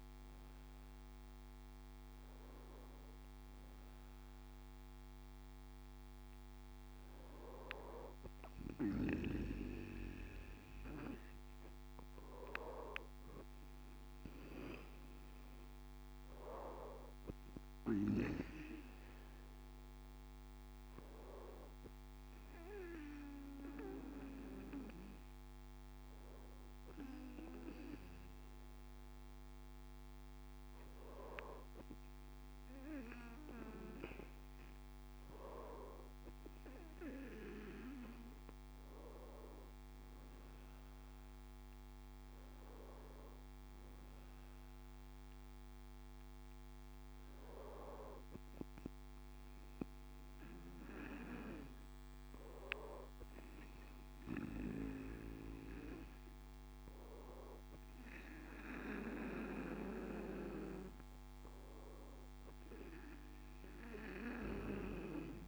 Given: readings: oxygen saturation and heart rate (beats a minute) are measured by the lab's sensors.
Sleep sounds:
breathing in sleep by a microphone on the trachea; none
31.50-36.50 s: bradycardia (device-marked, heart rate 72 before, 57 extreme)
From the record:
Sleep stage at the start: N2 (light sleep); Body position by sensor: on the right side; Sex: male

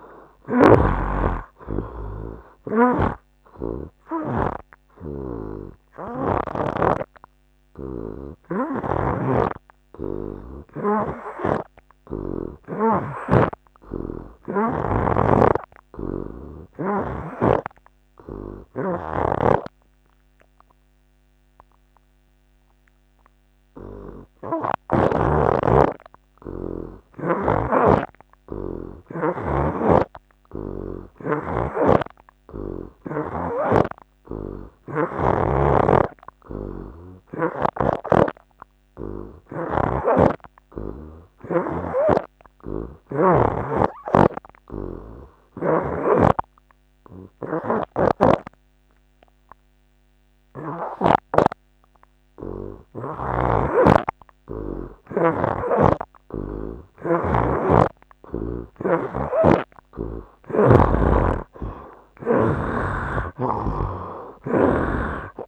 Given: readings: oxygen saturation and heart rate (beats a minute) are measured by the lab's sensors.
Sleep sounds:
breathing in sleep by a microphone on the trachea; 1
0.00-4.50 s: snoring (device-marked)
0.00-21.00 s: oxygen desaturation (device-marked, oxygen 59% lowest, heart rate 74 extreme)
6.00-60.00 s: hypopnea (oxygen 73% before, 59% lowest, heart rate 84 before, 74 extreme, up 14 after)
9.00-25.50 s: snoring (device-marked)
27.50-31.50 s: snoring (device-marked)
33.50-38.00 s: snoring (device-marked)
34.00-36.00 s: long interval between heartbeats (device-marked, heart rate 77 before, 77 extreme)
36.00-65.48 s: oxygen desaturation (device-marked, oxygen 78% before, 62% lowest, heart rate 77 before, 74 extreme)
40.00-43.50 s: snoring (device-marked)
40.50-42.50 s: long interval between heartbeats (device-marked, heart rate 77 before, 82 extreme)
48.00-51.50 s: snoring (device-marked)
49.50-51.50 s: long interval between heartbeats (device-marked, heart rate 79 before, 83 extreme)
53.50-57.50 s: snoring (device-marked)
56.00-58.00 s: long interval between heartbeats (device-marked, heart rate 81 before, 79 extreme)
59.50-65.48 s: snoring (device-marked)
63.00-65.48 s: arousal
From the record:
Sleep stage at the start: N2 (light sleep); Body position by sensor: on the right side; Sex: male

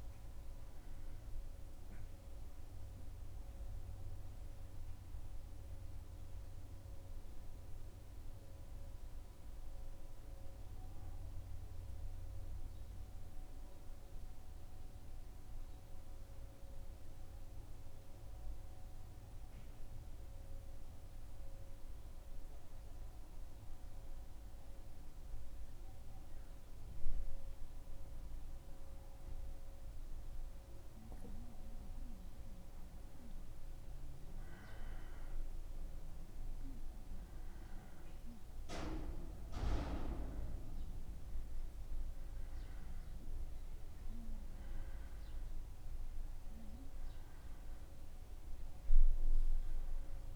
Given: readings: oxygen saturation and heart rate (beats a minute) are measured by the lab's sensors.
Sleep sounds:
breathing in sleep by a room microphone; 1
3.00-31.00 s: central apnea (oxygen 95% before, 95% lowest, heart rate 77 before, 73 extreme, up 3 after)
33.00-37.00 s: arousal
From the record:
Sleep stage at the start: N2 (light sleep); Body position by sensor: on the back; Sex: male

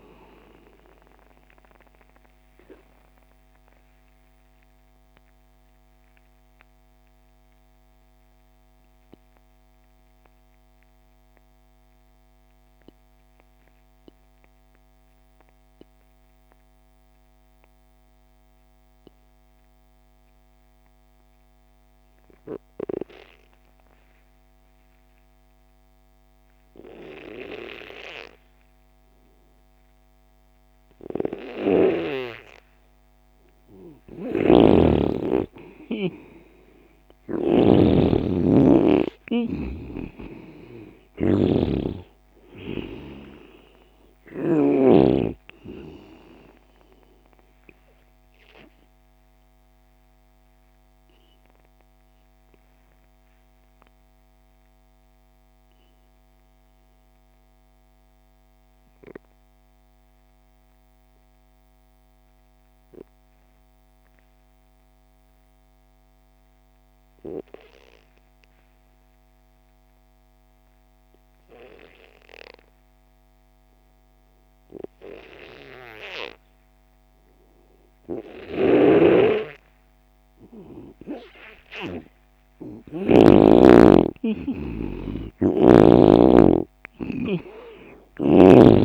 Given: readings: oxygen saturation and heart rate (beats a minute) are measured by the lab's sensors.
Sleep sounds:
breathing in sleep by a microphone on the trachea; 2
0.00-14.50 s: oxygen desaturation (device-marked, oxygen 88% lowest)
1.50-33.50 s: mixed apnea (oxygen 98% before, 88% lowest)
29.50-63.50 s: oxygen desaturation (device-marked, oxygen 98% before, 88% lowest)
34.00-44.50 s: snoring (device-marked)
35.00-39.00 s: arousal
48.00-81.00 s: obstructive apnea (oxygen 98% before, 86% lowest)
78.50-83.00 s: snoring (device-marked)
79.50-88.85 s: oxygen desaturation (device-marked, oxygen 98% before, 86% lowest)
84.00-87.50 s: arousal
85.00-88.85 s: snoring (device-marked)
From the record:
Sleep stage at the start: N2 (light sleep); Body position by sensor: on the left side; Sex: male

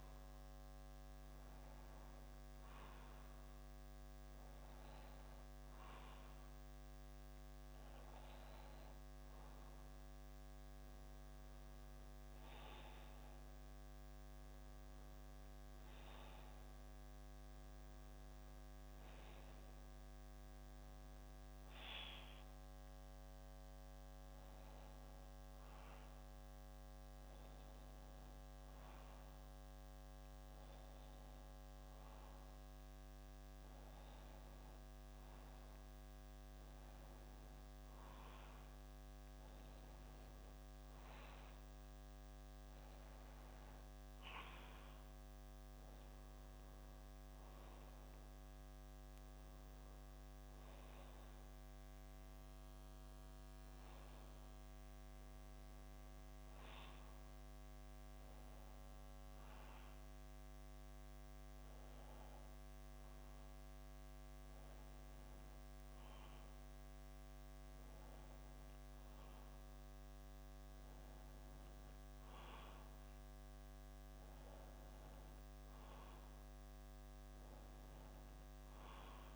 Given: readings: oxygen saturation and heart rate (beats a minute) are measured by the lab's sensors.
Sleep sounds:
breathing in sleep, hard to hear, by a microphone on the trachea; none
none scored
From the record:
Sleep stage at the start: N2 (light sleep); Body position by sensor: on the back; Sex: male

